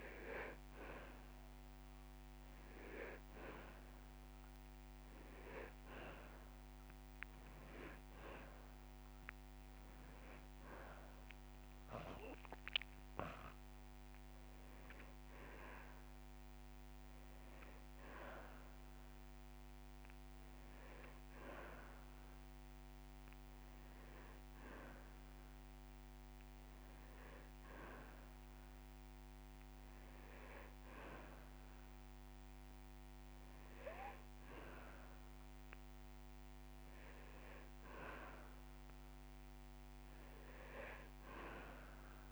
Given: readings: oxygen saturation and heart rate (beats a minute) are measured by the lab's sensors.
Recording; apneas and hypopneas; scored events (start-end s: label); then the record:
breathing in sleep by a microphone on the trachea; none
24.00-34.00 s: drop in pulse transit time (device-marked)
30.50-32.50 s: long interval between heartbeats (device-marked)
From the record:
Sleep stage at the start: N2 (light sleep); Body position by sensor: on the back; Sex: male